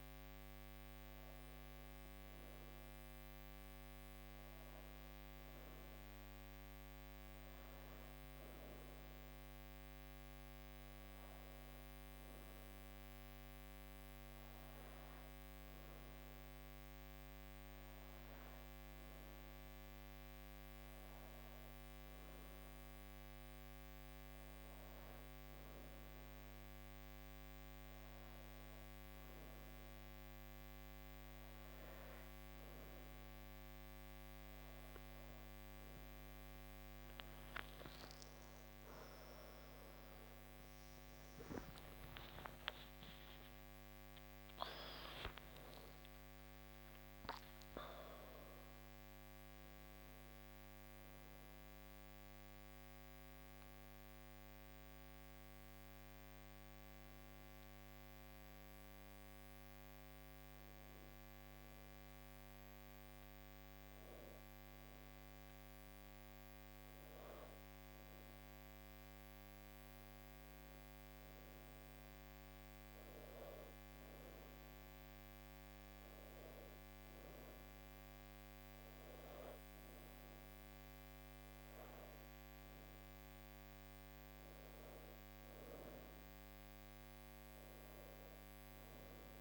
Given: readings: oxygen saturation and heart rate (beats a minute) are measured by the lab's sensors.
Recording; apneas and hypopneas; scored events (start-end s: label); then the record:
breathing in sleep, hard to hear, by a microphone on the trachea; none
39.00-46.50 s: arousal
86.00-88.50 s: arousal
From the record:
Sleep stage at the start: N2 (light sleep); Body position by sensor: on the back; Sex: female